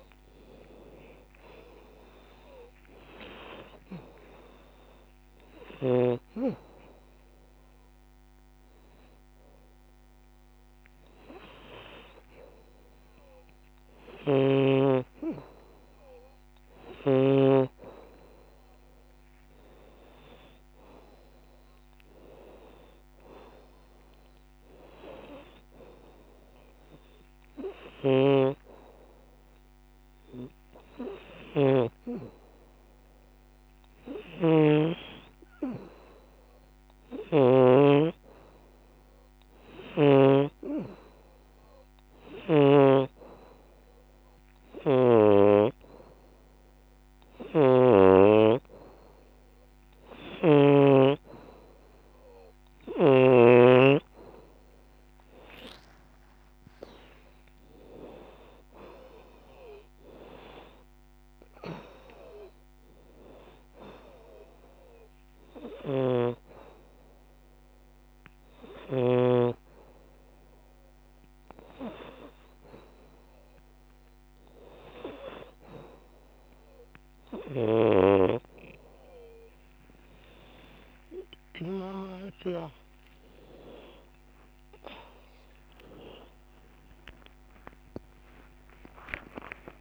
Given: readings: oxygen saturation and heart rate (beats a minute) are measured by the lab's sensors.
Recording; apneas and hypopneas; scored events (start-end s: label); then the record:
breathing in sleep by a microphone on the trachea; none
67.50-89.81 s: new sleep stage, N1 (lightest sleep)
88.00-89.81 s: arousal
From the record:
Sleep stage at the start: N2 (light sleep); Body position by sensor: on the back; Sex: female